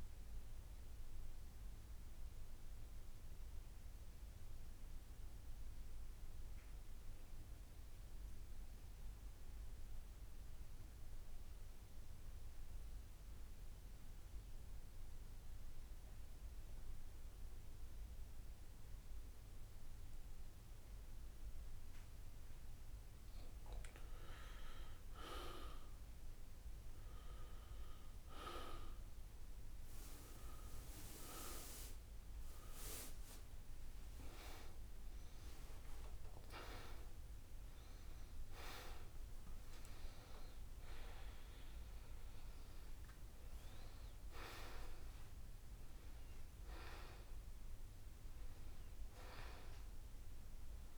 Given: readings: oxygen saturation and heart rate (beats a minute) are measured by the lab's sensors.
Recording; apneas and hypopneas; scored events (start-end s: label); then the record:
breathing in sleep by a room microphone; 1
1.50-23.00 s: mixed apnea (oxygen 98% before, 84% lowest, heart rate 76 before, 68 extreme, up 4 after)
20.50-48.50 s: oxygen desaturation (device-marked, oxygen 96% before, 84% lowest, heart rate 70 before, 65 extreme)
26.00-30.00 s: arousal
39.50-41.50 s: long interval between heartbeats (device-marked, heart rate 73 before, 85 extreme)
From the record:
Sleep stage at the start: N2 (light sleep); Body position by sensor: on the back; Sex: male